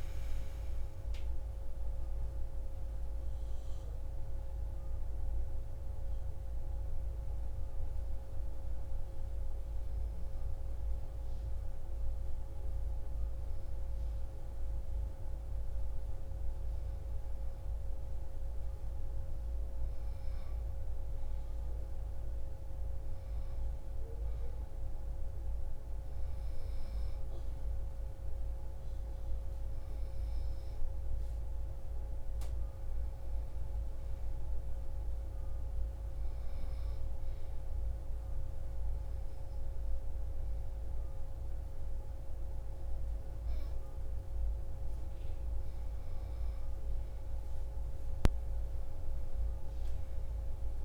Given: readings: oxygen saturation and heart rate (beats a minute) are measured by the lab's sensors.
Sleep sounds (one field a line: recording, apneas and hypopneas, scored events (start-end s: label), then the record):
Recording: breathing in sleep, hard to hear, by a room microphone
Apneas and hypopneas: 1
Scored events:
7.50-17.50 s: obstructive apnea (oxygen 96% before, 93% lowest)
18.50-21.00 s: arousal
34.50-41.50 s: oxygen desaturation (device-marked, oxygen 97% before, 94% lowest)
46.00-50.00 s: arousal
From the record:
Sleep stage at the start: N2 (light sleep)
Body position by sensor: on the back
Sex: female